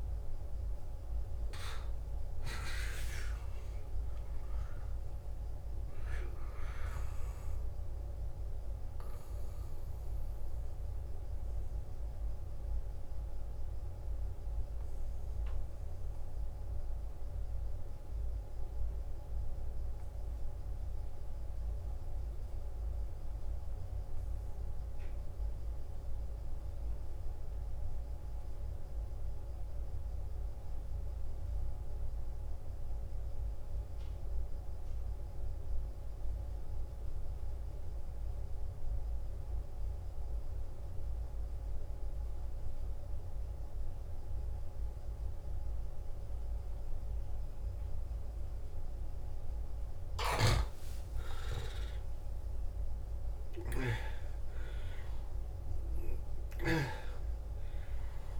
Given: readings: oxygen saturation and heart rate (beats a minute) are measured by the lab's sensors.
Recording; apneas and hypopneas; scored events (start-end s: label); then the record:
breathing in sleep by a room microphone; 1
0.00-21.00 s: oxygen desaturation (device-marked, oxygen 90% lowest, heart rate 51 extreme)
16.00-50.00 s: central apnea (oxygen 96% before, 88% lowest, heart rate 62 before, 51 extreme, up 13 after)
38.00-58.39 s: oxygen desaturation (device-marked, oxygen 98% before, 88% lowest, heart rate 53 before, 55 extreme)
51.00-55.00 s: arousal
From the record:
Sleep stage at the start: N2 (light sleep); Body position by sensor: on the back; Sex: male